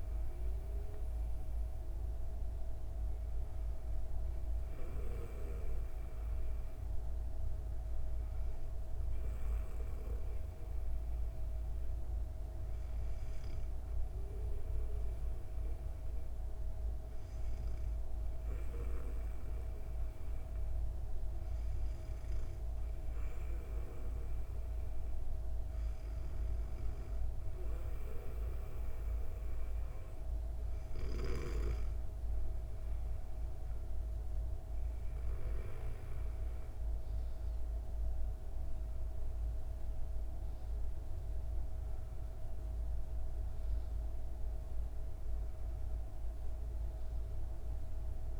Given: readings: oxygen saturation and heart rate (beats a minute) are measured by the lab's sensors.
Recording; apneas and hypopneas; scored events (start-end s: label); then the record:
breathing in sleep, hard to hear, by a room microphone; 1
3.50-28.00 s: hypopnea (oxygen 98% before, 96% lowest, heart rate 59 before, 66 extreme)
31.00-35.00 s: arousal
37.50-48.40 s: new sleep stage, REM sleep
From the record:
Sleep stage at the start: N2 (light sleep); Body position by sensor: on the back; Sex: female